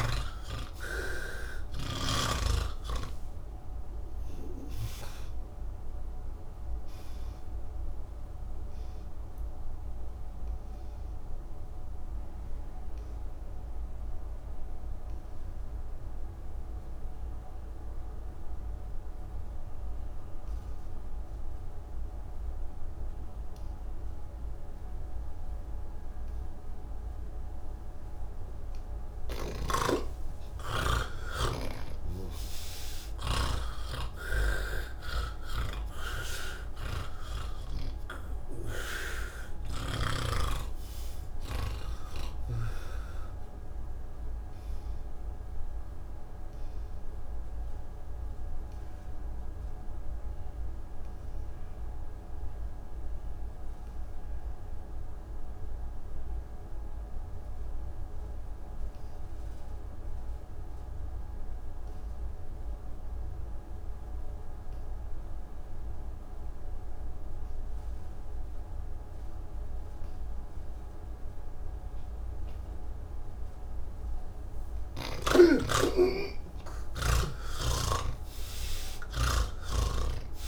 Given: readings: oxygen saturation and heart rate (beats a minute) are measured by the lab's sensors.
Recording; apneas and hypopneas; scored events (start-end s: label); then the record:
breathing in sleep by a room microphone; 2
0.00-17.00 s: oxygen desaturation (device-marked, oxygen 85% lowest, heart rate 95 extreme)
7.00-25.50 s: obstructive apnea (oxygen 98% before, 82% lowest, heart rate 108 before, 110 extreme, up 30 after)
26.00-59.00 s: oxygen desaturation (device-marked, oxygen 98% before, 83% lowest, heart rate 131 before, 92 extreme)
29.00-33.50 s: snoring (device-marked)
45.00-73.50 s: obstructive apnea (oxygen 98% before, 80% lowest, heart rate 132 before, 92 extreme, up 14 after)
66.00-80.48 s: oxygen desaturation (device-marked, oxygen 98% before, 80% lowest, heart rate 126 before, 79 extreme)
From the record:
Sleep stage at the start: N3 (deep sleep); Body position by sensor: on the back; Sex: male